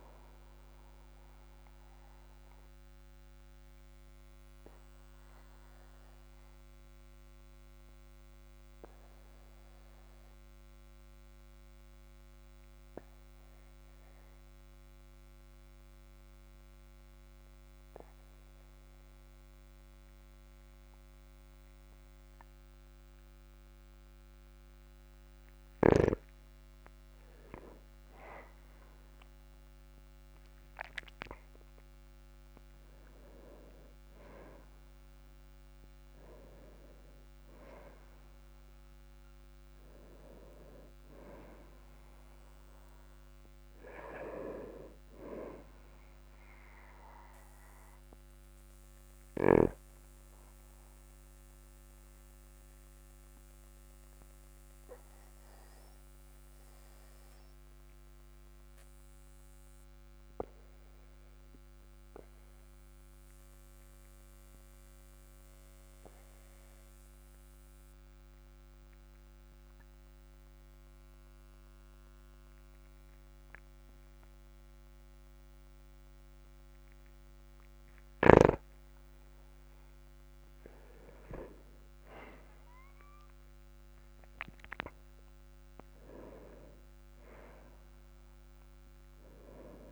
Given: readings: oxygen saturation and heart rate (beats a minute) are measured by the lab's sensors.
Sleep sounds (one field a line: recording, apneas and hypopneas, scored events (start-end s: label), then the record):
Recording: breathing in sleep by a microphone on the trachea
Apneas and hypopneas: 2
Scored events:
0.00-11.50 s: oxygen desaturation (device-marked, oxygen 95% lowest, heart rate 46 extreme)
1.50-25.50 s: obstructive apnea (oxygen 99% before, 95% lowest, heart rate 51 before, 46 extreme, up 4 after)
28.50-33.50 s: arousal
52.50-79.00 s: obstructive apnea (oxygen 99% before, 95% lowest, heart rate 53 before, 38 extreme, up 12 after)
81.50-85.50 s: arousal
From the record:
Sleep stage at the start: N2 (light sleep)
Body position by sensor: on the back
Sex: male